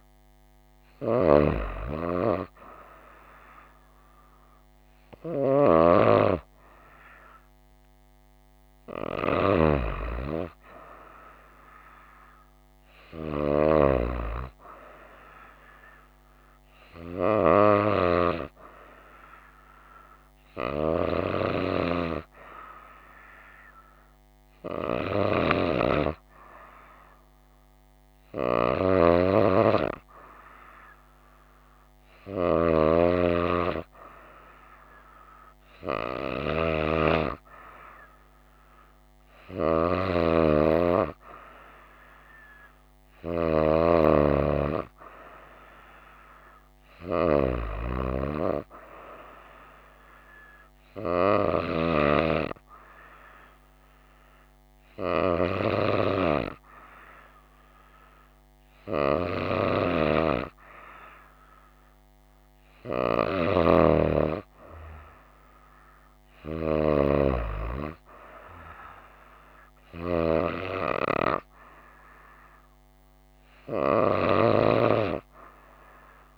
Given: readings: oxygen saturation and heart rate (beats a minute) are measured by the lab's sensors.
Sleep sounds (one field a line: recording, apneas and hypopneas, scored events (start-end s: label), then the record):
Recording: breathing in sleep by a microphone on the trachea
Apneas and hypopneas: none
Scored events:
none scored
From the record:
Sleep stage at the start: N2 (light sleep)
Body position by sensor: on the right side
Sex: female